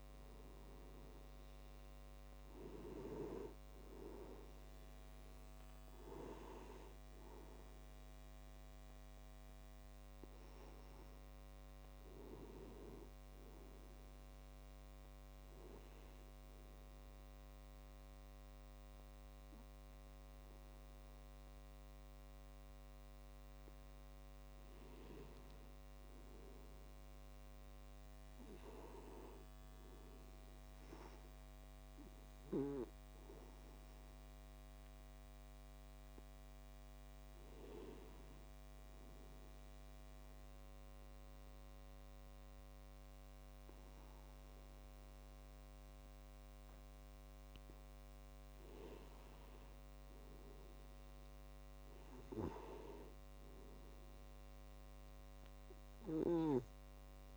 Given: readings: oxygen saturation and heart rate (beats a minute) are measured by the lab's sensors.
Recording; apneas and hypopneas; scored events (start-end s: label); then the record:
breathing in sleep by a microphone on the trachea; 2
3.00-19.00 s: oxygen desaturation (device-marked, oxygen 95% before, 90% lowest, heart rate 63 before, 26 extreme)
16.00-26.00 s: obstructive apnea (oxygen 96% before, 93% lowest)
25.00-30.00 s: tachycardia (device-marked, heart rate 67 before, 135 extreme)
28.50-31.50 s: arousal
39.00-49.00 s: obstructive apnea (oxygen 96% before, 93% lowest)
51.50-54.50 s: arousal
From the record:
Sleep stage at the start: N2 (light sleep); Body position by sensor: on the back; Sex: male